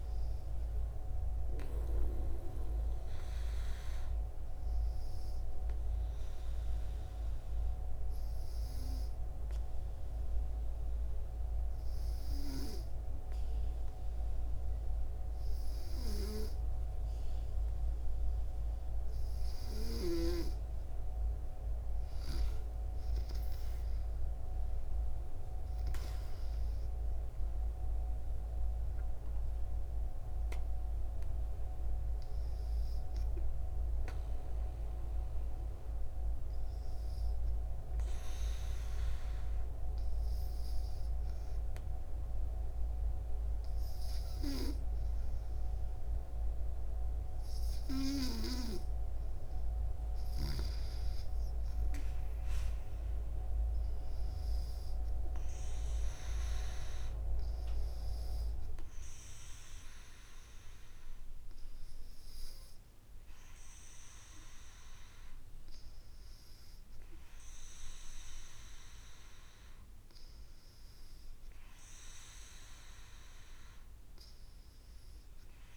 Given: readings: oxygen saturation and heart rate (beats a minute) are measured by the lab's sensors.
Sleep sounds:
breathing in sleep by a room microphone; 2
6.00-19.50 s: hypopnea (oxygen 96% before, 94% lowest, heart rate 77 before, 65 extreme, up 15 after)
23.00-27.00 s: arousal
38.00-49.50 s: hypopnea (oxygen 97% before, 94% lowest, heart rate 73 before, 68 extreme, up 3 after)
52.00-54.50 s: arousal
From the record:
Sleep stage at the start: N2 (light sleep); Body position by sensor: on the back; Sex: female

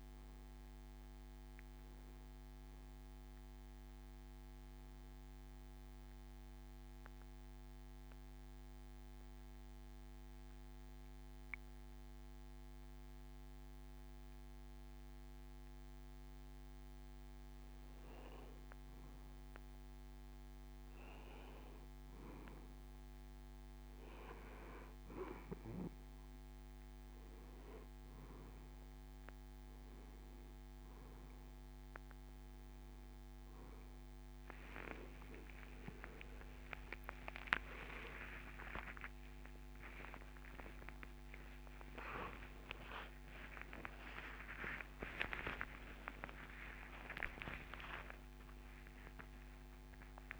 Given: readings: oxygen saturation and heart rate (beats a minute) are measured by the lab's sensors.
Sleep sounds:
a person partly awake in a sleep study, by a microphone on the trachea; 1
0.00-8.50 s: oxygen desaturation (device-marked, oxygen 92% lowest)
5.50-18.00 s: central apnea (oxygen 96% before, 91% lowest)
28.50-46.50 s: oxygen desaturation (device-marked, oxygen 96% before, 92% lowest)
36.50-50.40 s: new sleep stage, awake
From the record:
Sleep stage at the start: N2 (light sleep); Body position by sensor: on the back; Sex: male

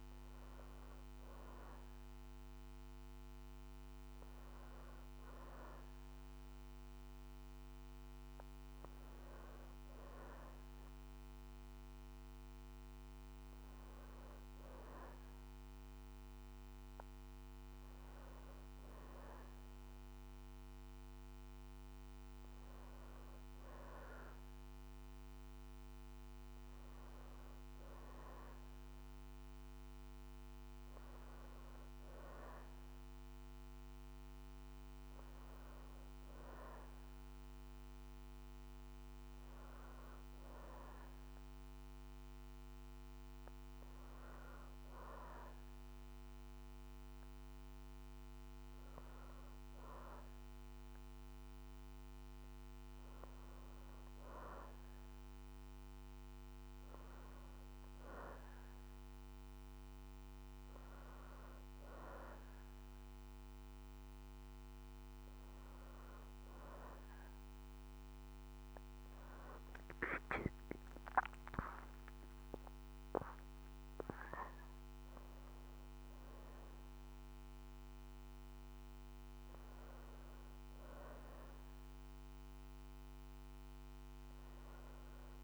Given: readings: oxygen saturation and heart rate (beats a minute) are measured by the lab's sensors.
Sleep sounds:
breathing in sleep by a microphone on the trachea; none
70.00-74.50 s: arousal
From the record:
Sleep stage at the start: N2 (light sleep); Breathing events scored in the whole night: 117 in 3.9 hours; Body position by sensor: on the back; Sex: female

